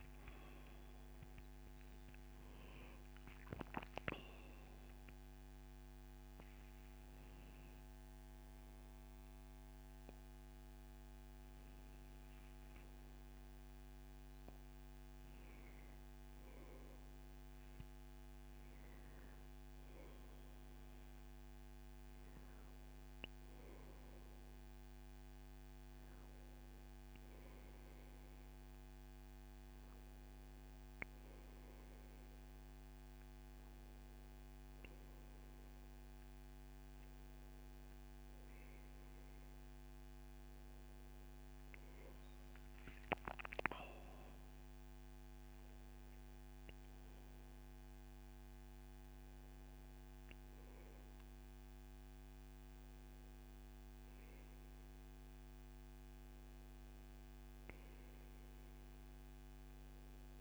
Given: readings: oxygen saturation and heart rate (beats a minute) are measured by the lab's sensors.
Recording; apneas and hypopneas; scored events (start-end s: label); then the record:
a person partly awake in a sleep study, hard to hear, by a microphone on the trachea; none
21.50-60.41 s: new sleep stage, N1 (lightest sleep)
42.50-46.50 s: arousal
From the record:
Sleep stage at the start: awake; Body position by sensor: on the back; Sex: male